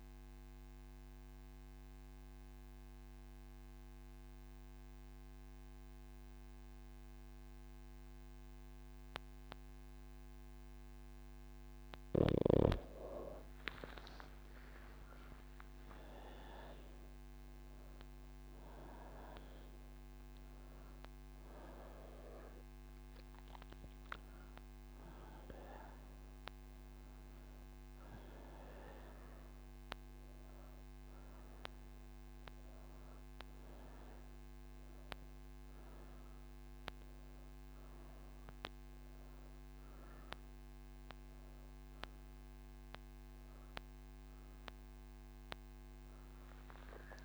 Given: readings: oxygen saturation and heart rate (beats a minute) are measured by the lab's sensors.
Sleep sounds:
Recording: breathing in sleep by a microphone on the trachea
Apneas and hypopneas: none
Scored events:
none scored
From the record:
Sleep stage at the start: N1 (lightest sleep)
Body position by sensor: on the right side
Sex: female

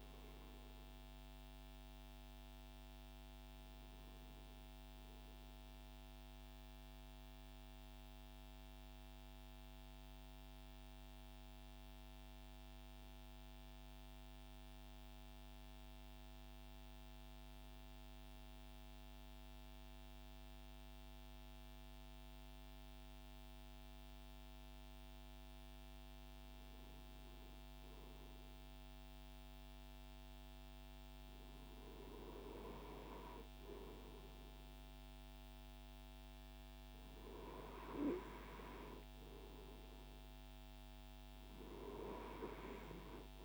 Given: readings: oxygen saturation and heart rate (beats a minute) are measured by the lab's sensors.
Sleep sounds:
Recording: breathing in sleep by a microphone on the trachea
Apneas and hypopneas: 1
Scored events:
6.50-27.00 s: mixed apnea (oxygen 97% before, 95% lowest, heart rate 102 before, 30 extreme)
30.00-34.00 s: arousal
From the record:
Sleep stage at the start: N2 (light sleep)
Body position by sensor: on the right side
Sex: male

